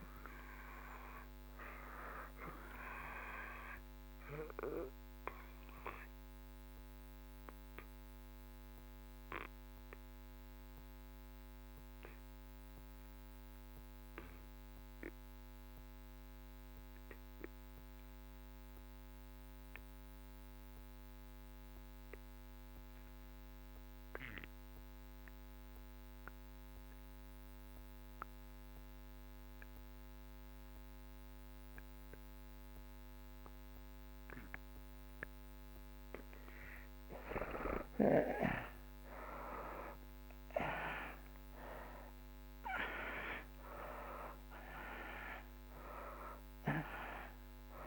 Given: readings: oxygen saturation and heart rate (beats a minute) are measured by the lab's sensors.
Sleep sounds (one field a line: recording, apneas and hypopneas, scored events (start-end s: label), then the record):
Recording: breathing in sleep by a microphone on the trachea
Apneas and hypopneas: 1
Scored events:
6.00-34.50 s: obstructive apnea (oxygen 96% before, 63% lowest)
12.00-47.87 s: oxygen desaturation (device-marked, oxygen 93% before, 70% lowest)
37.50-43.00 s: arousal
From the record:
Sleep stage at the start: N2 (light sleep)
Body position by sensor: on the back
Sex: male